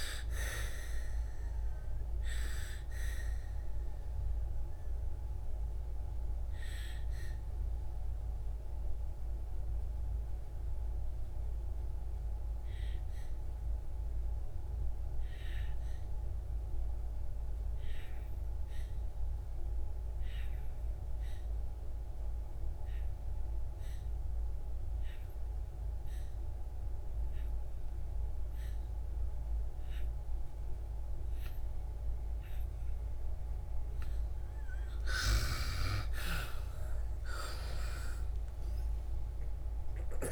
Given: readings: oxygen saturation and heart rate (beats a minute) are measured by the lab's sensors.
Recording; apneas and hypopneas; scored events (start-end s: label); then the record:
breathing in sleep by a room microphone; 1
0.00-23.50 s: oxygen desaturation (device-marked, oxygen 77% lowest, heart rate 26 extreme)
4.00-33.50 s: mixed apnea (oxygen 98% before, 75% lowest, heart rate 74 before, 26 extreme, up 17 after)
29.50-40.32 s: oxygen desaturation (device-marked, oxygen 98% before, 75% lowest, heart rate 68 before, 26 extreme)
36.00-40.32 s: arousal
From the record:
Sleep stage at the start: N2 (light sleep); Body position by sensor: on the back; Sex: female